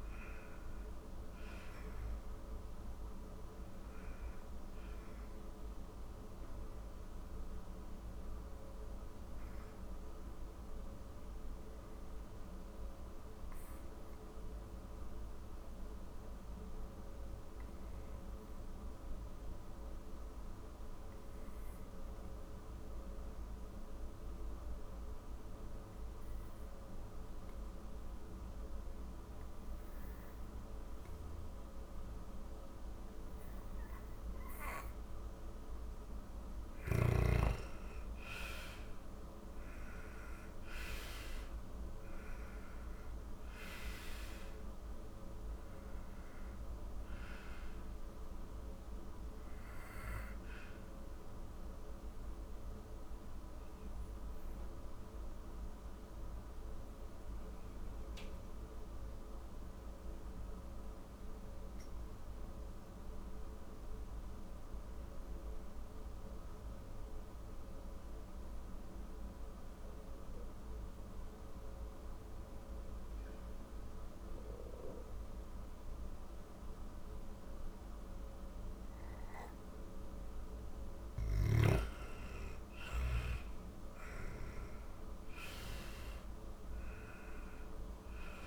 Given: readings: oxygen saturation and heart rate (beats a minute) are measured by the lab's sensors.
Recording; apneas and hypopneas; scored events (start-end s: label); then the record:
breathing in sleep, hard to hear, by a room microphone; 2
0.00-3.00 s: oxygen desaturation (device-marked, oxygen 91% lowest, heart rate 26 extreme)
8.00-23.00 s: oxygen desaturation (device-marked, oxygen 95% before, 89% lowest, heart rate 47 before, 43 extreme)
11.50-33.50 s: obstructive apnea (oxygen 97% before, 89% lowest, heart rate 44 before, 34 extreme, up 22 after)
34.00-57.00 s: oxygen desaturation (device-marked, oxygen 99% before, 90% lowest, heart rate 52 before, 34 extreme)
36.00-40.50 s: arousal
48.50-77.00 s: obstructive apnea (oxygen 99% before, 87% lowest, heart rate 54 before, 38 extreme, up 12 after)
69.00-88.47 s: oxygen desaturation (device-marked, oxygen 98% before, 87% lowest, heart rate 46 before, 26 extreme)
79.00-83.50 s: arousal
From the record:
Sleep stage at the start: N2 (light sleep); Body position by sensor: on the back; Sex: female